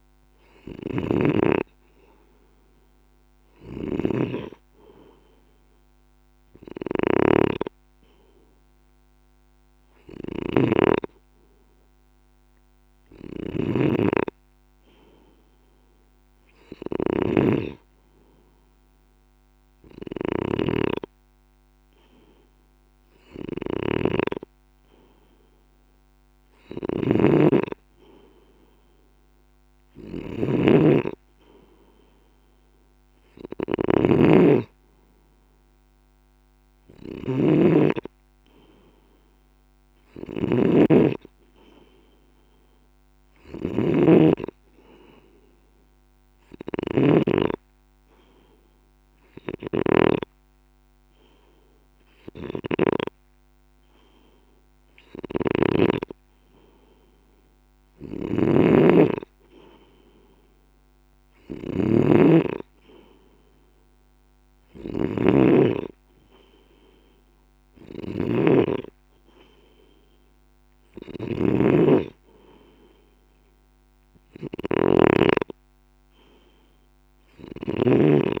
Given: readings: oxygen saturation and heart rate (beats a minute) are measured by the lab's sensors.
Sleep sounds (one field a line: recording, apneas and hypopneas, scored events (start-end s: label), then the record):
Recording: breathing in sleep by a microphone on the trachea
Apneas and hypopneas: 1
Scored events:
0.00-47.00 s: snoring (device-marked)
46.00-57.00 s: hypopnea (oxygen 96% before, 93% lowest, heart rate 49 before, 49 extreme, up 1 after)
49.00-55.50 s: snoring (device-marked)
57.50-78.40 s: snoring (device-marked)
60.00-63.50 s: arousal
From the record:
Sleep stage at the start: N2 (light sleep)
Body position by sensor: on the left side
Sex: male